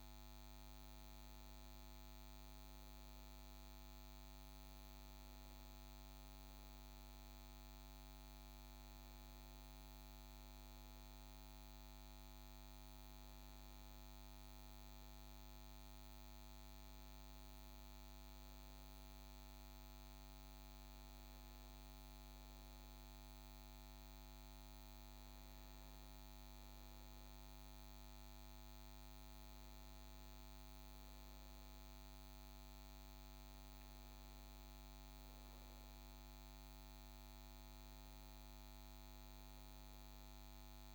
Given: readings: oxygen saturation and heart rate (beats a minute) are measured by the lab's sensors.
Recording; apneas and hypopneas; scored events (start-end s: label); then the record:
breathing in sleep, hard to hear, by a microphone on the trachea; none
36.50-40.95 s: new sleep stage, N2 (light sleep)
From the record:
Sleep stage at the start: N1 (lightest sleep); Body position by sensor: on the right side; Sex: male